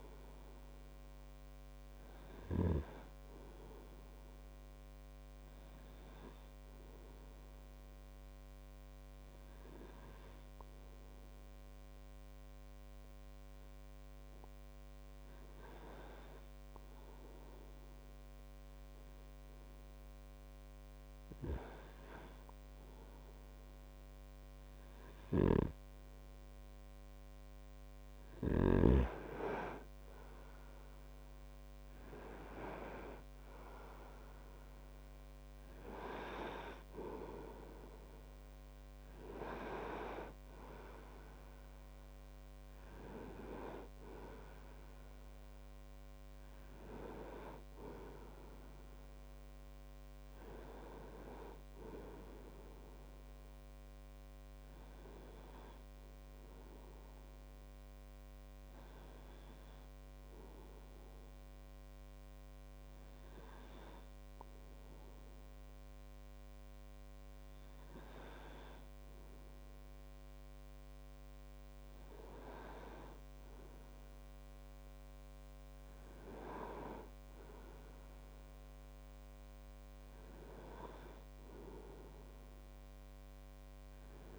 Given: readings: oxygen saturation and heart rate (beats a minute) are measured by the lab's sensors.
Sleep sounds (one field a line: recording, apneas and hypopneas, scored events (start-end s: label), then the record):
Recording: breathing in sleep by a microphone on the trachea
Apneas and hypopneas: 2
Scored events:
0.00-11.00 s: oxygen desaturation (device-marked, oxygen 93% lowest)
5.50-27.50 s: hypopnea (oxygen 98% before, 93% lowest)
25.50-29.00 s: snoring (device-marked)
30.00-34.00 s: arousal
57.50-72.50 s: hypopnea (oxygen 98% before, 97% lowest)
74.00-78.00 s: arousal
74.00-84.39 s: new sleep stage, N2 (light sleep)
From the record:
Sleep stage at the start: REM sleep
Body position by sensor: on the right side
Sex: male